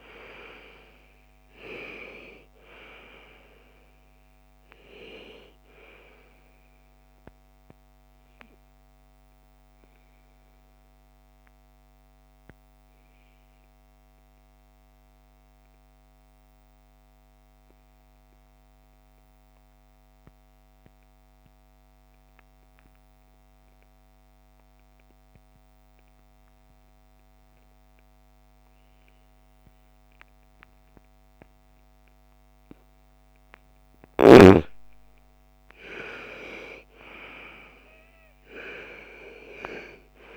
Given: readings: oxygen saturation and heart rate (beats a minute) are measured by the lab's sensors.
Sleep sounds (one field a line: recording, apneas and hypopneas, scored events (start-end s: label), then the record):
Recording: breathing in sleep by a microphone on the trachea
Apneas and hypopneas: 1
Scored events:
0.00-17.50 s: oxygen desaturation (device-marked, oxygen 87% lowest, heart rate 48 extreme)
7.00-31.50 s: obstructive apnea (oxygen 99% before, 81% lowest, heart rate 52 before, 48 extreme, up 12 after)
33.50-40.36 s: oxygen desaturation (device-marked, oxygen 99% before, 85% lowest, heart rate 53 before, 50 extreme)
34.50-39.00 s: arousal
From the record:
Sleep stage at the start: N2 (light sleep)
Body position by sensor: on the right side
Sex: female